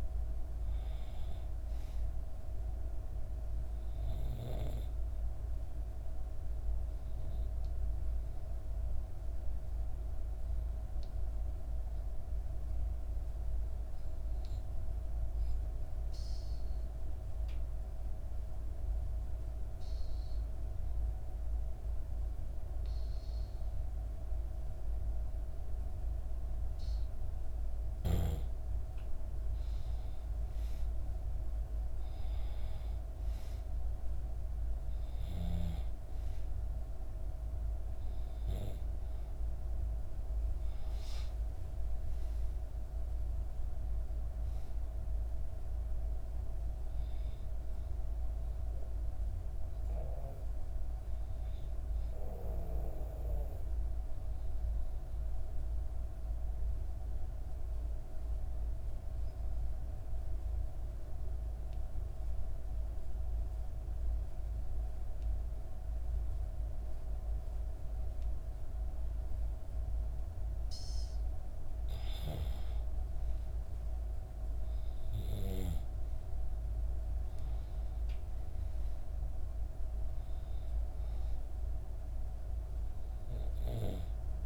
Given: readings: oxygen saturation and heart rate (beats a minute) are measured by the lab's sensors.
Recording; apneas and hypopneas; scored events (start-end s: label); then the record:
breathing in sleep, hard to hear, by a room microphone; 2
0.00-19.50 s: oxygen desaturation (device-marked, oxygen 90% lowest, heart rate 58 extreme)
5.00-27.50 s: obstructive apnea (oxygen 96% before, 89% lowest, heart rate 60 before, 58 extreme, up 5 after)
29.00-33.00 s: arousal
31.50-49.50 s: oxygen desaturation (device-marked, oxygen 97% before, 89% lowest, heart rate 59 before, 59 extreme)
53.00-70.00 s: obstructive apnea (oxygen 97% before, 91% lowest, heart rate 63 before, 58 extreme, up 5 after)
72.50-76.50 s: arousal
76.50-84.46 s: oxygen desaturation (device-marked, oxygen 97% before, 91% lowest, heart rate 60 before, 58 extreme)
From the record:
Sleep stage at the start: N2 (light sleep); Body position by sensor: on the back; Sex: female